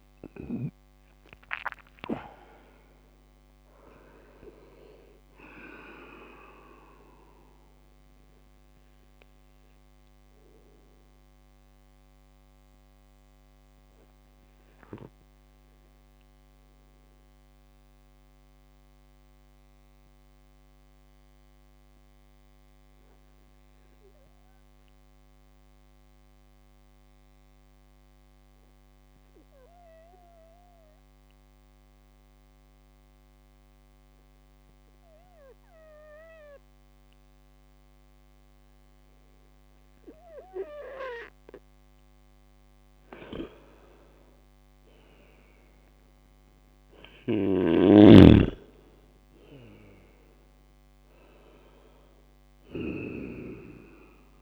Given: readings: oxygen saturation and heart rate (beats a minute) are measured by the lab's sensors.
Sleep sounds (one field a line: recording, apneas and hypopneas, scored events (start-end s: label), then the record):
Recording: breathing in sleep by a microphone on the trachea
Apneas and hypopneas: 1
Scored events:
8.50-41.00 s: obstructive apnea (oxygen 99% before, 95% lowest)
43.50-46.50 s: arousal
47.00-54.42 s: snoring (device-marked)
From the record:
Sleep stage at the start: N2 (light sleep)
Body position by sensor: on the right side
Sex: male